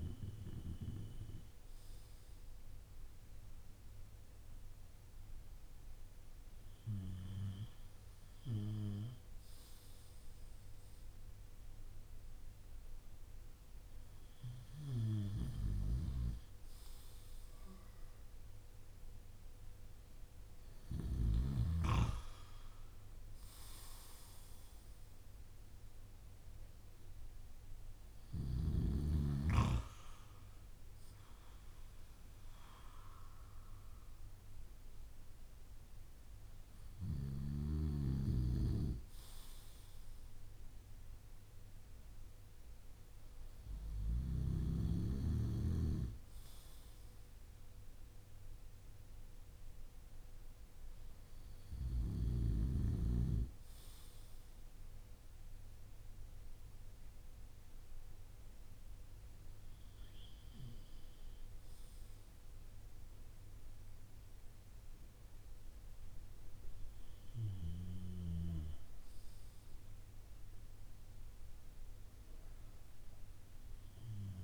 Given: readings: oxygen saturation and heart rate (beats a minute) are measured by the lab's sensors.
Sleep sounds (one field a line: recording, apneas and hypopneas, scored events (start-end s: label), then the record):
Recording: breathing in sleep by a room microphone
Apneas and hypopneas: none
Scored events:
none scored
From the record:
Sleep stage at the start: N2 (light sleep)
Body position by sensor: on the back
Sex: male